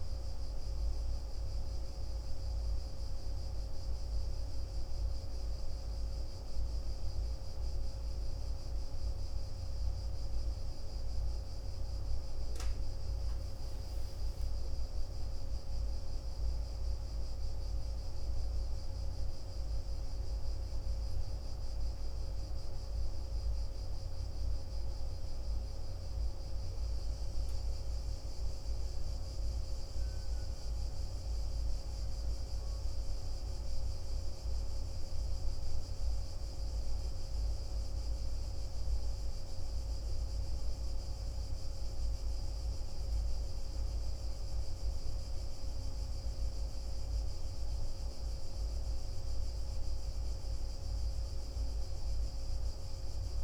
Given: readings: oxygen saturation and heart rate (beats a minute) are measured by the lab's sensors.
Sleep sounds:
a person awake in a sleep study, hard to hear, by a room microphone; none
none scored
From the record:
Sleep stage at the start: awake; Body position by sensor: on the back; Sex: male

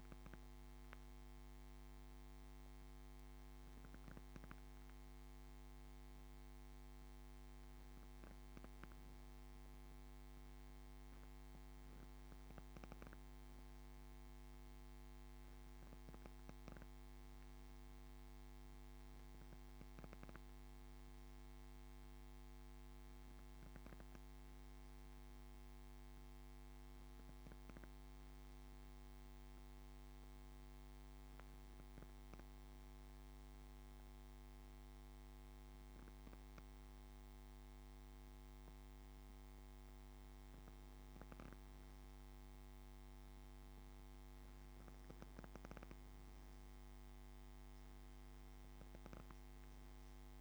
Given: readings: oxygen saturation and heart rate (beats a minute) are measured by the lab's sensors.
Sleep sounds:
breathing in sleep, hard to hear, by a microphone on the trachea; 1
11.00-15.00 s: arousal
30.00-41.00 s: hypopnea (oxygen 95% before, 93% lowest, heart rate 72 before, 67 extreme, up 4 after)
41.50-45.50 s: arousal
From the record:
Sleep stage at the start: N2 (light sleep); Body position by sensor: on the back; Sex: male

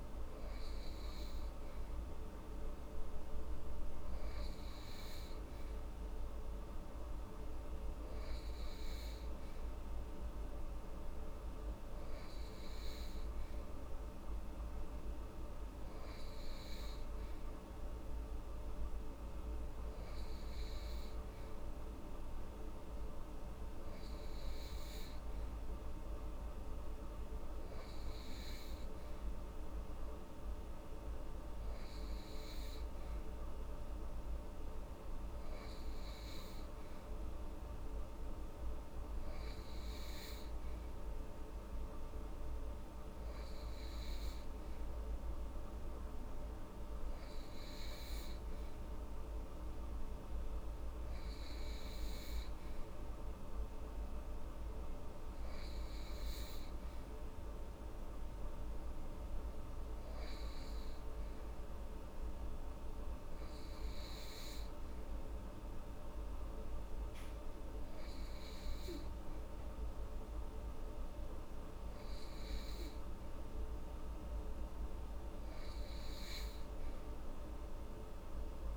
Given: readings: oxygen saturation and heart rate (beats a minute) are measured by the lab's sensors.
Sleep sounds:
breathing in sleep, hard to hear, by a room microphone; none
none scored
From the record:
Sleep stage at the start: N3 (deep sleep); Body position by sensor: upright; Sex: female

